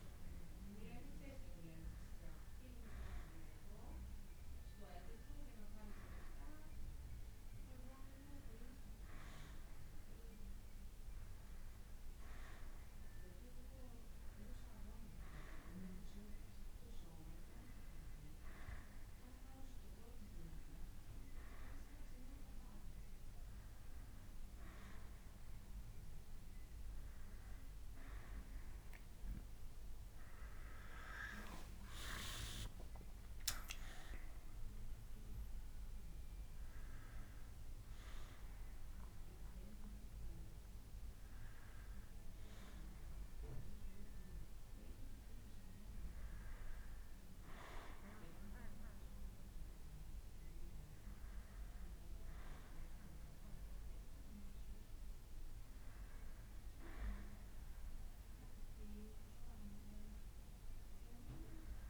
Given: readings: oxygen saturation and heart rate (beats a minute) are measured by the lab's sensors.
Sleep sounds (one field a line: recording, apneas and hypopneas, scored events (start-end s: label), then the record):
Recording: breathing in sleep by a room microphone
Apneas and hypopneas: none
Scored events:
28.50-32.50 s: arousal
58.00-61.89 s: new sleep stage, N2 (light sleep)
From the record:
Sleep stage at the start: N1 (lightest sleep)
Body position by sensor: on the back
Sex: male